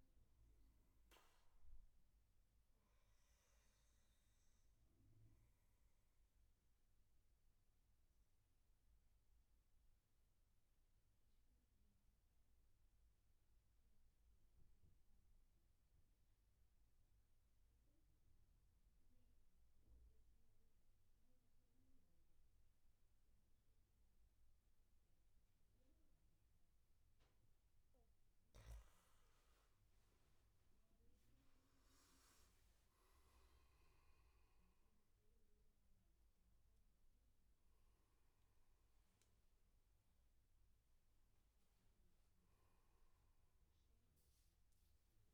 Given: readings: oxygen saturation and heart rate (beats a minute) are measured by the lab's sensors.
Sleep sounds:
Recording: breathing in sleep, hard to hear, by a room microphone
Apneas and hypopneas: 1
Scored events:
0.00-1.00 s: arousal
3.50-27.00 s: obstructive apnea (oxygen 99% before, 91% lowest, heart rate 72 before, 67 extreme, up 18 after)
28.00-45.34 s: oxygen desaturation (device-marked, oxygen 97% before, 91% lowest, heart rate 70 before, 66 extreme)
28.50-33.00 s: arousal
From the record:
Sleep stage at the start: N2 (light sleep)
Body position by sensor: on the back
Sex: male

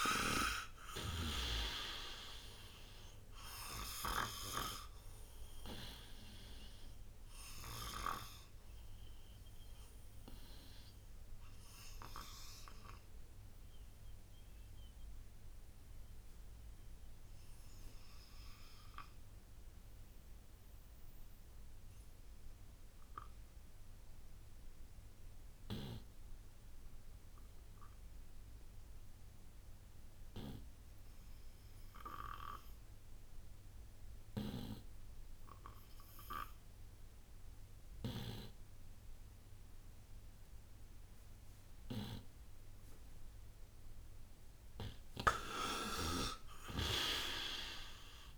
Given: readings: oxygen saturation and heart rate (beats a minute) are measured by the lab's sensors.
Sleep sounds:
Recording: breathing in sleep by a room microphone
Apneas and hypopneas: 1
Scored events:
0.00-25.00 s: oxygen desaturation (device-marked, oxygen 87% lowest, heart rate 57 extreme)
5.50-43.50 s: obstructive apnea (oxygen 99% before, 82% lowest, heart rate 63 before, 57 extreme, up 10 after)
39.00-48.38 s: oxygen desaturation (device-marked, oxygen 98% before, 82% lowest, heart rate 59 before, 56 extreme)
45.50-48.38 s: arousal
46.50-48.38 s: snoring (device-marked)
From the record:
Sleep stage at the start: N2 (light sleep)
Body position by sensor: on the right side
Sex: male

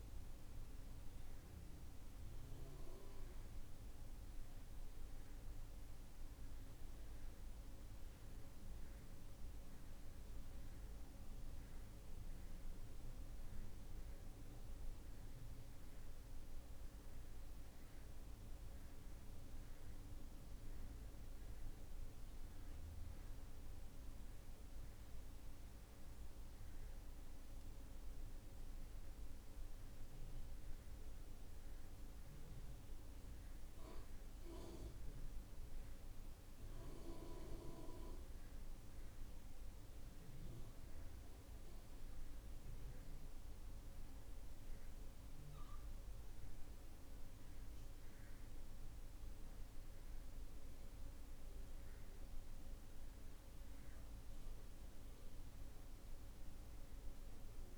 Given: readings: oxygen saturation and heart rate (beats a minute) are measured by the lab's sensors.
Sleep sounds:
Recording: breathing in sleep, hard to hear, by a room microphone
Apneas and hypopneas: none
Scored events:
none scored
From the record:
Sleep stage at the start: N2 (light sleep)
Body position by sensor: on the back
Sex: male

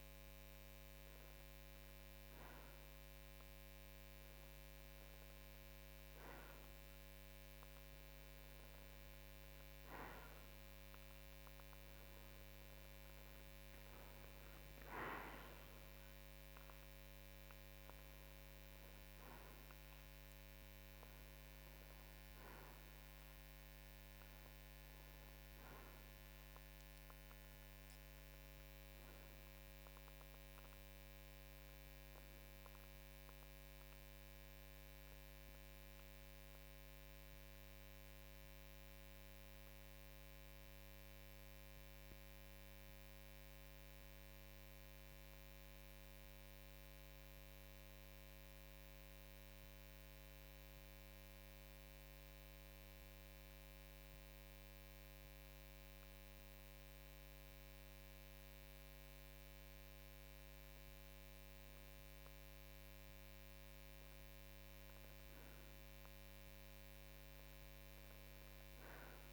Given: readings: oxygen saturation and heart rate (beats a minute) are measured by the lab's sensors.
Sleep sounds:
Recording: breathing in sleep, hard to hear, by a microphone on the trachea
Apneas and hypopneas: 1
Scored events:
36.50-64.50 s: mixed apnea (oxygen 94% before, 92% lowest, heart rate 56 before, 53 extreme, up 1 after)
67.00-69.32 s: arousal
From the record:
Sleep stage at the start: N2 (light sleep)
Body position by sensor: on the right side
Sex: male

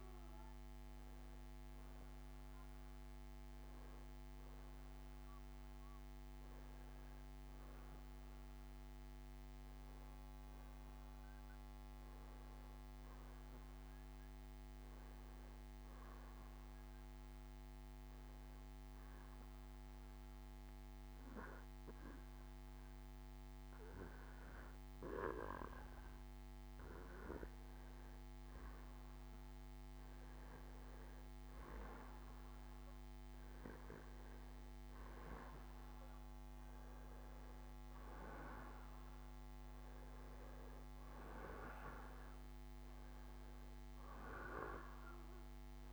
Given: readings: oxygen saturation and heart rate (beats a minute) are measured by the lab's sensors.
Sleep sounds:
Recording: breathing in sleep by a microphone on the trachea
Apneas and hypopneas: 1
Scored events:
16.00-26.00 s: obstructive apnea (oxygen 95% before, 90% lowest, heart rate 67 before, 58 extreme, up 2 after)
26.50-28.50 s: bradycardia (device-marked, heart rate 64 before, 67 extreme)
28.50-32.00 s: arousal
29.50-45.93 s: oxygen desaturation (device-marked, oxygen 94% before, 90% lowest, heart rate 66 before, 46 extreme)
From the record:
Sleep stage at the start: N2 (light sleep)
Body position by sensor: on the back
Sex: male

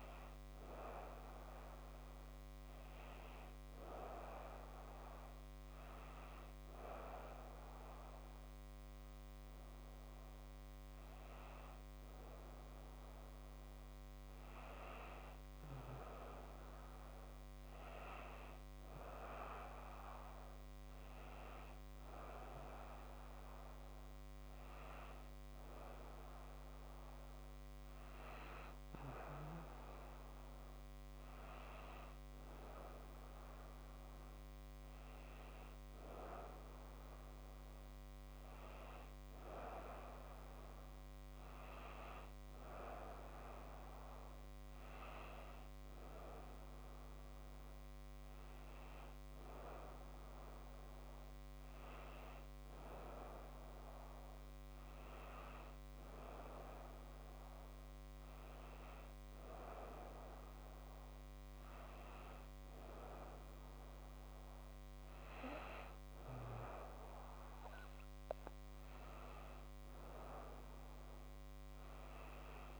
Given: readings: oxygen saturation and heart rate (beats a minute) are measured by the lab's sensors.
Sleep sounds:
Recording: breathing in sleep by a microphone on the trachea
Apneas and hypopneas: none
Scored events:
none scored
From the record:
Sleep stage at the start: N1 (lightest sleep)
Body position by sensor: on the back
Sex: female

